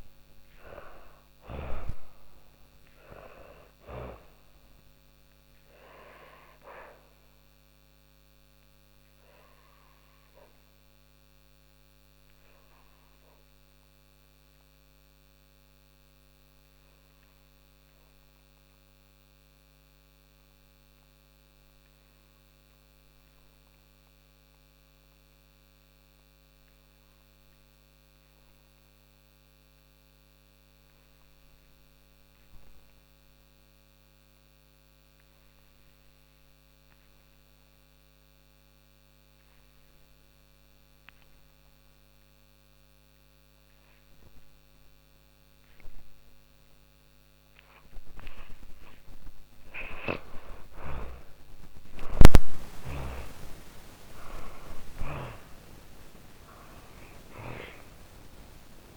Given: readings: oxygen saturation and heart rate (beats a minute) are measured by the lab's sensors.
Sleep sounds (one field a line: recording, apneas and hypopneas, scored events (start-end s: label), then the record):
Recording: breathing in sleep by a microphone on the trachea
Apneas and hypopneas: 1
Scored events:
0.00-17.50 s: oxygen desaturation (device-marked, oxygen 84% lowest, heart rate 37 extreme)
4.50-46.00 s: obstructive apnea (oxygen 99% before, 84% lowest)
37.50-58.97 s: oxygen desaturation (device-marked, oxygen 98% before, 84% lowest)
48.50-54.50 s: arousal
49.00-53.50 s: snoring (device-marked)
From the record:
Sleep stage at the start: N2 (light sleep)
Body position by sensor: on the back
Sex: female